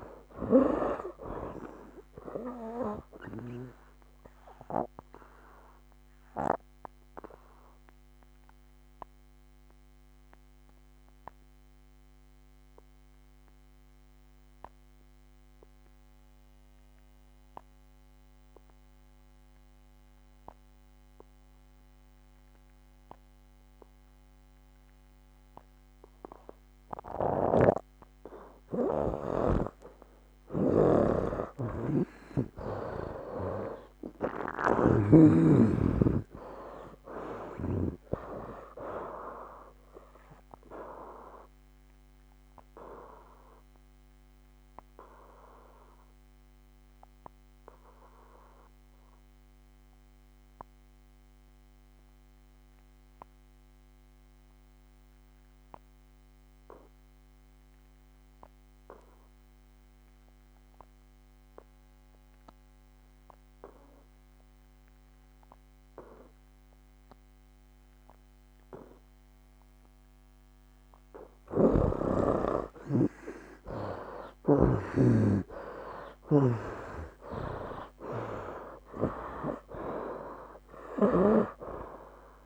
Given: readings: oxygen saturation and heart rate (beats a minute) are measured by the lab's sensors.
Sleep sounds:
breathing in sleep by a microphone on the trachea; 2
1.00-23.00 s: oxygen desaturation (device-marked, oxygen 97% before, 75% lowest, heart rate 66 before, 63 extreme)
3.50-29.00 s: obstructive apnea (oxygen 98% before, 75% lowest, heart rate 68 before, 63 extreme, up 14 after)
27.00-35.00 s: snoring (device-marked)
29.00-62.00 s: oxygen desaturation (device-marked, oxygen 98% before, 75% lowest, heart rate 67 before, 63 extreme)
32.00-35.50 s: arousal
42.00-70.00 s: obstructive apnea (oxygen 98% before, 73% lowest, heart rate 71 before, 63 extreme, up 12 after)
68.00-82.46 s: oxygen desaturation (device-marked, oxygen 98% before, 73% lowest, heart rate 65 before, 64 extreme)
71.50-75.00 s: snoring (device-marked)
73.00-78.00 s: arousal
From the record:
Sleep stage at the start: N2 (light sleep); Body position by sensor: on the back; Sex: male

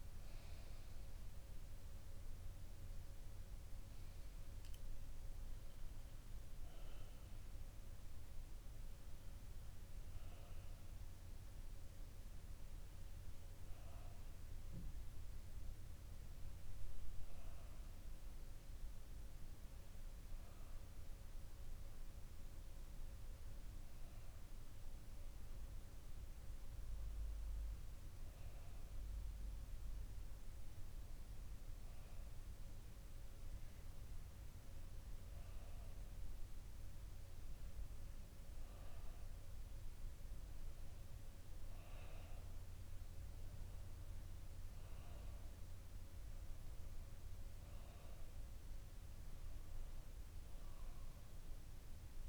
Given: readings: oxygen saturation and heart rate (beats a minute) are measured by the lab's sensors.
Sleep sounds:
breathing in sleep, hard to hear, by a room microphone; none
none scored
From the record:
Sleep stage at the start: N1 (lightest sleep); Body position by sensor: on the back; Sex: male

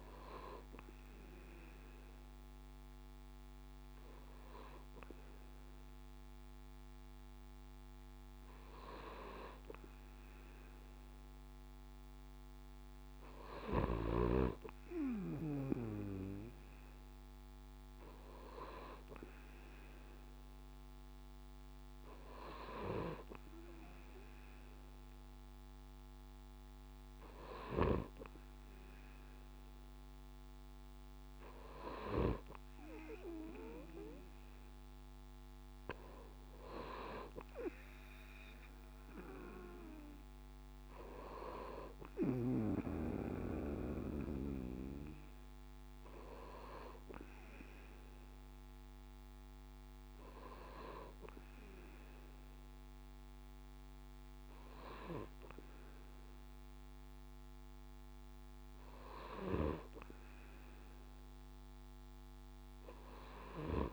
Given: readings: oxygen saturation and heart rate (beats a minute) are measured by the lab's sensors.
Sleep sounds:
breathing in sleep by a microphone on the trachea; none
none scored
From the record:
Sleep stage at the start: N2 (light sleep); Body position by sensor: on the right side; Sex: male

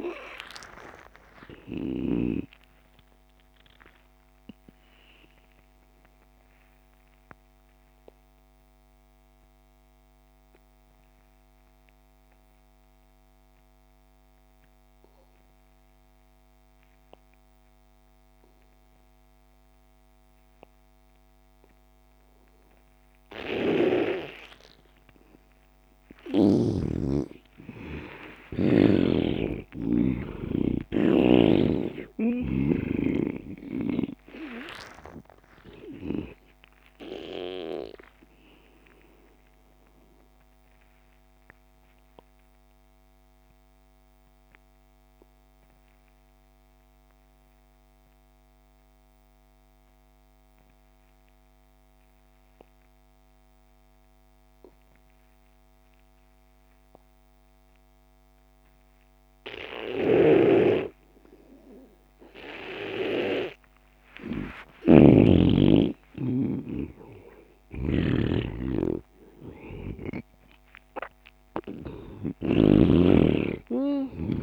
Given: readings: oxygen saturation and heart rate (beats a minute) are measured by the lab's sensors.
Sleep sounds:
breathing in sleep by a microphone on the trachea; 2
0.00-15.00 s: oxygen desaturation (device-marked, oxygen 85% lowest)
3.50-25.50 s: obstructive apnea (oxygen 98% before, 85% lowest)
26.00-52.00 s: oxygen desaturation (device-marked, oxygen 98% before, 86% lowest)
26.50-31.50 s: arousal
34.00-38.00 s: snoring (device-marked)
39.50-64.00 s: obstructive apnea (oxygen 98% before, 83% lowest)
60.00-72.50 s: snoring (device-marked)
61.00-74.42 s: oxygen desaturation (device-marked, oxygen 99% before, 85% lowest)
65.00-69.50 s: arousal
From the record:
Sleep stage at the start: N2 (light sleep); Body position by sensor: on the back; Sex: male

